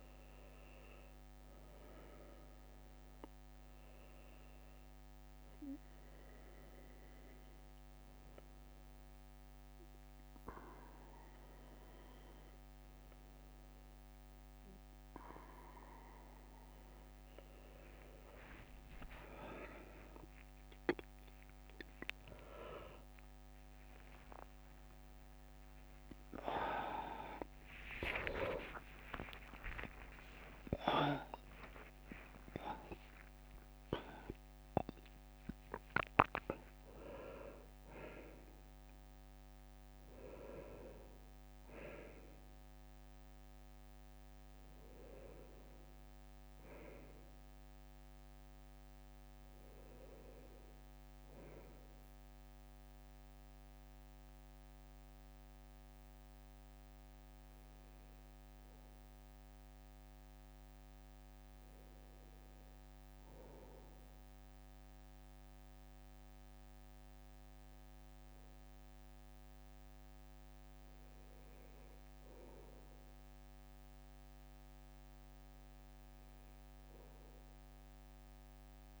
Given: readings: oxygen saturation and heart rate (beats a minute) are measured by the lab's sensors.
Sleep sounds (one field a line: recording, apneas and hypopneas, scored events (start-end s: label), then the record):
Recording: a person awake in a sleep study, by a microphone on the trachea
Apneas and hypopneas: none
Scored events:
0.00-5.00 s: oxygen desaturation (device-marked, oxygen 93% lowest, heart rate 65 extreme)
18.00-78.00 s: new sleep stage, awake
25.00-31.00 s: tachycardia (device-marked, heart rate 67 before, 124 extreme)
29.00-31.00 s: long interval between heartbeats (device-marked, heart rate 74 before, 124 extreme)
59.50-60.50 s: leg movement (device-marked)
77.00-79.00 s: oxygen desaturation (device-marked, oxygen 98% before, 94% lowest, heart rate 64 before, 66 extreme)
78.00-79.00 s: new sleep stage, N2 (light sleep)
From the record:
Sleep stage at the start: N2 (light sleep)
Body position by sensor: on the right side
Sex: male